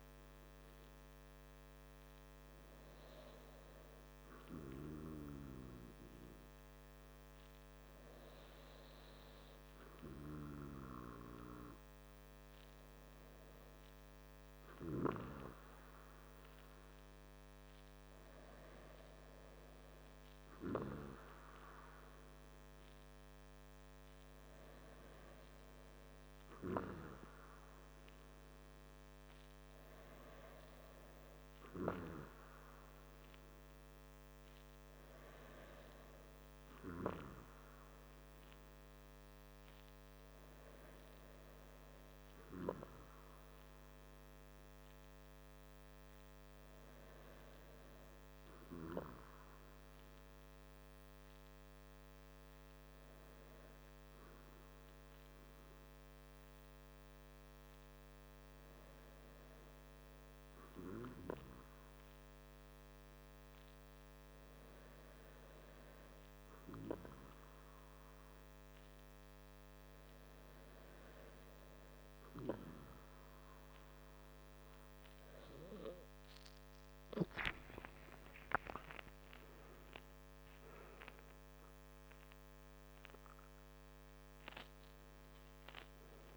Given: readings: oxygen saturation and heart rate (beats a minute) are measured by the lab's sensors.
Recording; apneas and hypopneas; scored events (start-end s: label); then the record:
breathing in sleep by a microphone on the trachea; none
77.50-81.50 s: arousal
From the record:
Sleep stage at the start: N2 (light sleep); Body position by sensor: on the back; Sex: male